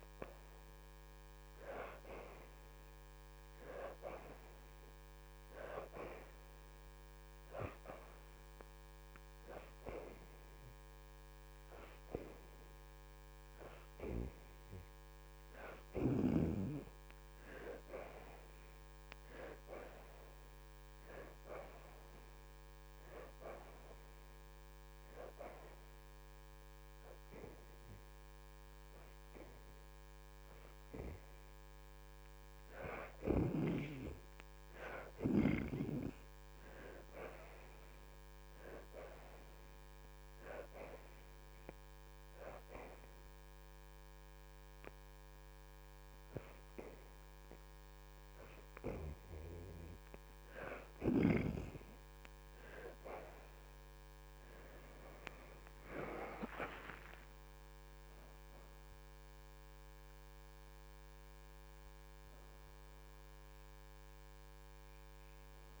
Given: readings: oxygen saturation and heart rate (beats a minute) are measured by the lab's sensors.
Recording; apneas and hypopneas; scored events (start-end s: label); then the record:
breathing in sleep by a microphone on the trachea; 1
0.00-12.00 s: oxygen desaturation (device-marked, oxygen 77% before, 66% lowest, heart rate 108 before, 106 extreme)
14.00-22.00 s: oxygen desaturation (device-marked, oxygen 74% before, 66% lowest, heart rate 109 before, 105 extreme)
42.50-52.50 s: hypopnea (oxygen 74% before, 60% lowest, heart rate 112 before, 89 extreme, up 24 after)
50.00-64.00 s: oxygen desaturation (device-marked, oxygen 73% before, 63% lowest, heart rate 110 before, 89 extreme)
55.00-59.50 s: arousal
From the record:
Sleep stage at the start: N2 (light sleep); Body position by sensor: on the back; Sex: female